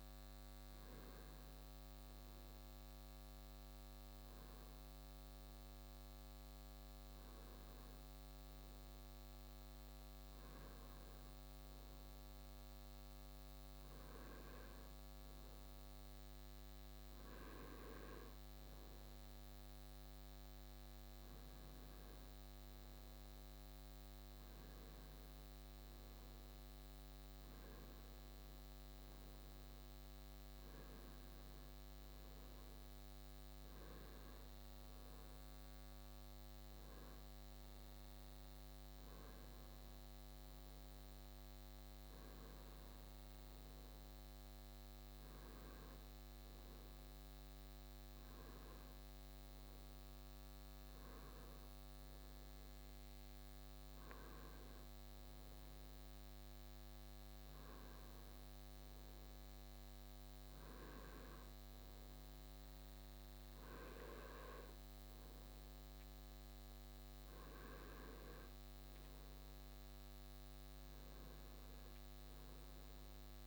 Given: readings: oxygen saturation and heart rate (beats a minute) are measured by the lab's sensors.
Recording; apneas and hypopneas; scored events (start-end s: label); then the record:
breathing in sleep, hard to hear, by a microphone on the trachea; none
70.00-73.47 s: arousal
From the record:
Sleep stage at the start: N2 (light sleep); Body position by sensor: on the right side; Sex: male